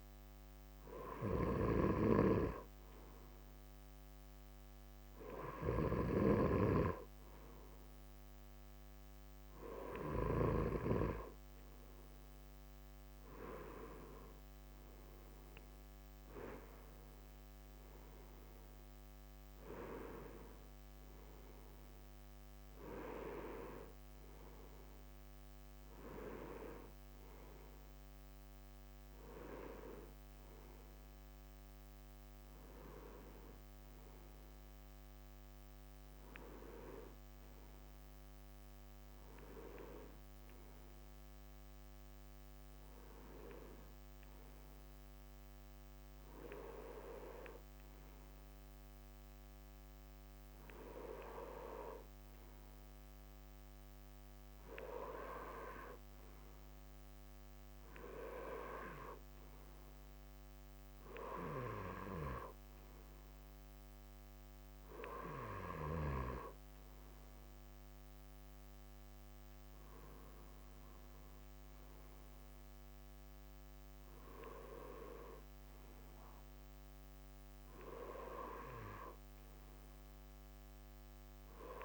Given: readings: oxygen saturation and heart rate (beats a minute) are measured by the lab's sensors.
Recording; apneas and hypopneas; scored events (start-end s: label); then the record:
breathing in sleep by a microphone on the trachea; none
12.00-81.85 s: new sleep stage, N2 (light sleep)
From the record:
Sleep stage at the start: REM sleep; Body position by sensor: on the right side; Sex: male